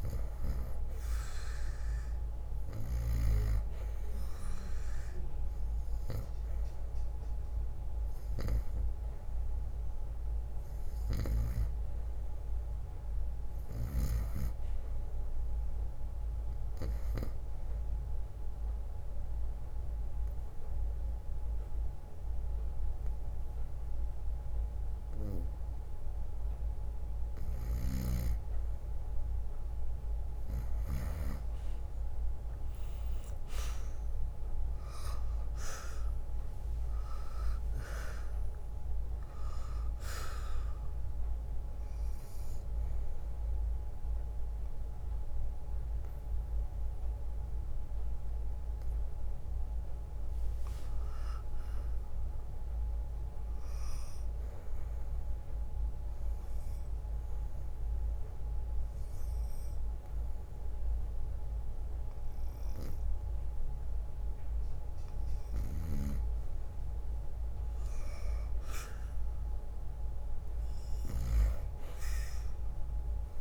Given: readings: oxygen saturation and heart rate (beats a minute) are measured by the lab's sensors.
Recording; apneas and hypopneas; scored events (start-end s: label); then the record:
breathing in sleep by a room microphone; 2
0.00-5.00 s: oxygen desaturation (device-marked, oxygen 93% lowest, heart rate 62 extreme)
13.00-21.00 s: oxygen desaturation (device-marked, oxygen 97% before, 92% lowest, heart rate 63 before, 60 extreme)
17.50-28.50 s: obstructive apnea (oxygen 97% before, 90% lowest, heart rate 64 before, 56 extreme, up 3 after)
27.50-31.00 s: snoring (device-marked)
31.00-34.50 s: arousal
35.00-47.00 s: drop in pulse transit time (device-marked, heart rate 64 before, 59 extreme)
38.00-64.00 s: oxygen desaturation (device-marked, oxygen 94% before, 90% lowest, heart rate 63 before, 56 extreme)
43.00-47.00 s: bradycardia (device-marked, heart rate 63 before, 59 extreme)
55.00-65.00 s: obstructive apnea (oxygen 95% before, 90% lowest, heart rate 62 before, 62 extreme, up 3 after)
66.00-73.41 s: drop in pulse transit time (device-marked, heart rate 62 before, 62 extreme)
67.50-71.00 s: arousal
From the record:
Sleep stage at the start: N2 (light sleep); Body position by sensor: on the right side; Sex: male